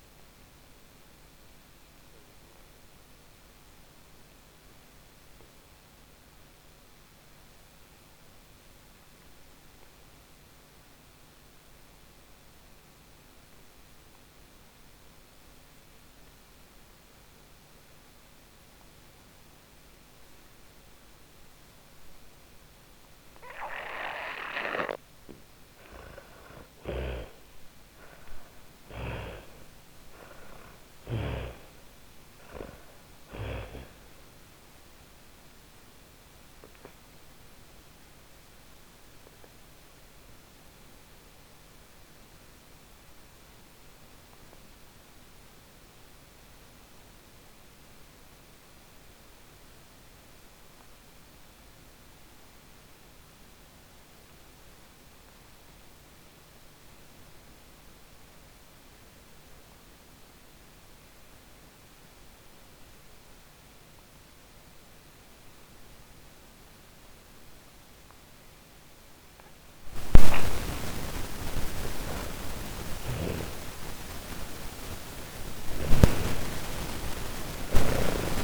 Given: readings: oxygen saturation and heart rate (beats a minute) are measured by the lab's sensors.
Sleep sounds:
breathing in sleep by a microphone on the trachea; 2
8.00-23.00 s: obstructive apnea (oxygen 99% before, 83% lowest, heart rate 90 before, 64 extreme)
12.50-49.50 s: oxygen desaturation (device-marked, oxygen 99% before, 83% lowest, heart rate 99 before, 54 extreme)
25.00-28.00 s: arousal
25.00-29.50 s: snoring (device-marked)
37.50-66.50 s: obstructive apnea (oxygen 97% before, 83% lowest, heart rate 95 before, 40 extreme, up 4 after)
64.50-78.43 s: oxygen desaturation (device-marked, oxygen 98% before, 91% lowest, heart rate 67 before, 40 extreme)
70.00-75.50 s: arousal
From the record:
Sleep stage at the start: N2 (light sleep); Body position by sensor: on the back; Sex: female

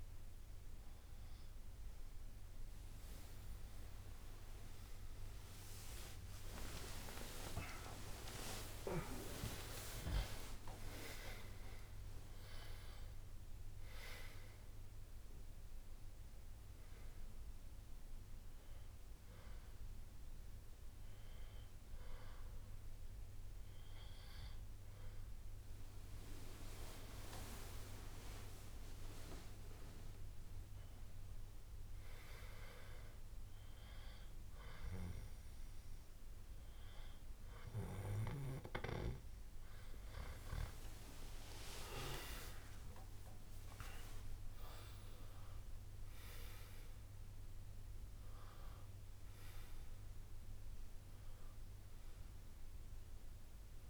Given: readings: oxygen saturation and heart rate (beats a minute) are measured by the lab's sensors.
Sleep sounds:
a person partly awake in a sleep study, by a room microphone; none
0.00-1.50 s: drop in pulse transit time (device-marked, heart rate 73 extreme)
4.50-11.50 s: tachycardia (device-marked, heart rate 73 before, 130 extreme)
5.50-7.50 s: long interval between heartbeats (device-marked, heart rate 71 before, 92 extreme)
10.00-12.00 s: long interval between heartbeats (device-marked, heart rate 78 before, 129 extreme)
16.50-53.90 s: new sleep stage, N1 (lightest sleep)
38.50-42.50 s: arousal
38.50-44.50 s: tachycardia (device-marked, heart rate 74 before, 120 extreme)
42.00-44.00 s: long interval between heartbeats (device-marked, heart rate 70 before, 111 extreme)
From the record:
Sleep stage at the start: awake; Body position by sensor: on the back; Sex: male

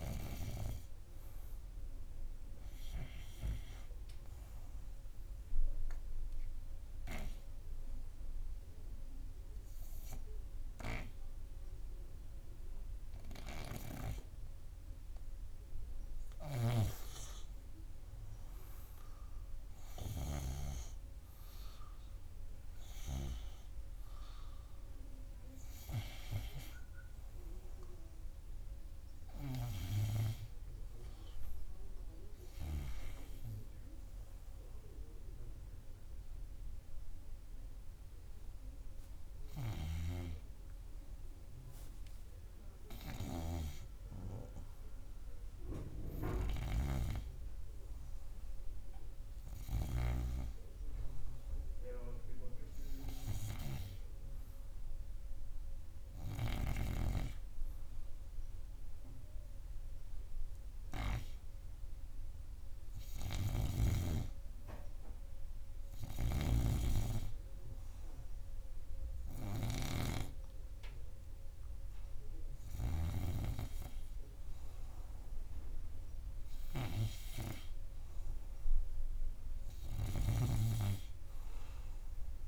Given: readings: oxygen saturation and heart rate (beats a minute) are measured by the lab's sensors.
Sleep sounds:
breathing in sleep by a room microphone; 1
5.00-16.50 s: obstructive apnea (oxygen 99% before, 97% lowest, heart rate 82 before, 82 extreme, up 2 after)
19.50-24.50 s: arousal
47.00-50.50 s: snoring (device-marked)
From the record:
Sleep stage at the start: N2 (light sleep); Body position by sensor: on the right side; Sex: male

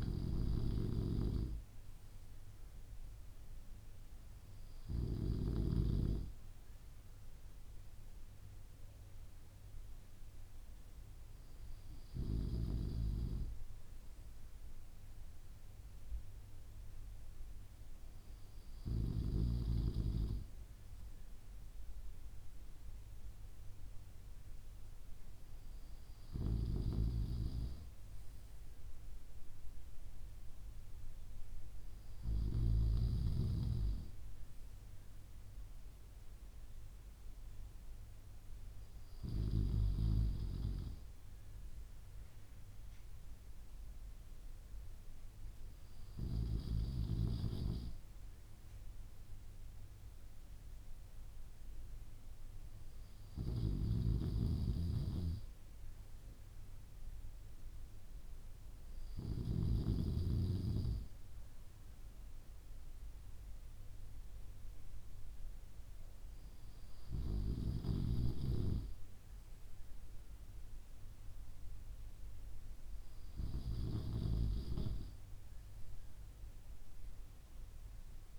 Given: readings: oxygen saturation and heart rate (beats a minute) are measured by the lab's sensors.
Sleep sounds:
breathing in sleep by a room microphone; none
none scored
From the record:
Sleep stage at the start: N2 (light sleep); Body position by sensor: on the back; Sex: male

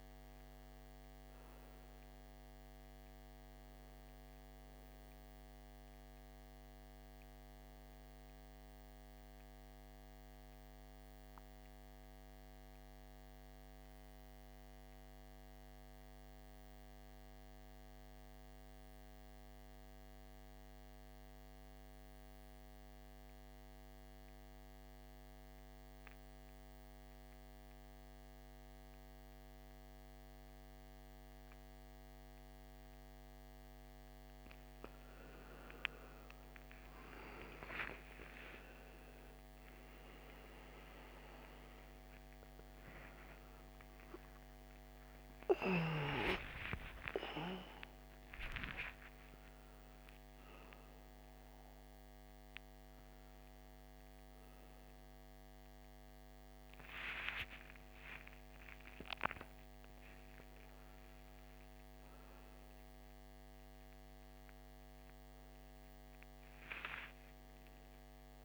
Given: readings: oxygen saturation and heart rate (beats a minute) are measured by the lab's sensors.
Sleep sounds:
a person partly awake in a sleep study, by a microphone on the trachea; 1
0.00-13.00 s: oxygen desaturation (device-marked, oxygen 90% lowest, heart rate 54 extreme)
2.50-6.50 s: arousal
8.00-34.00 s: mixed apnea (oxygen 98% before, 82% lowest, heart rate 63 before, 54 extreme, up 15 after)
28.00-60.00 s: oxygen desaturation (device-marked, oxygen 98% before, 82% lowest, heart rate 57 before, 54 extreme)
43.00-68.44 s: new sleep stage, awake
From the record:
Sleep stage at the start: N2 (light sleep); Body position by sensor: on the back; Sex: male

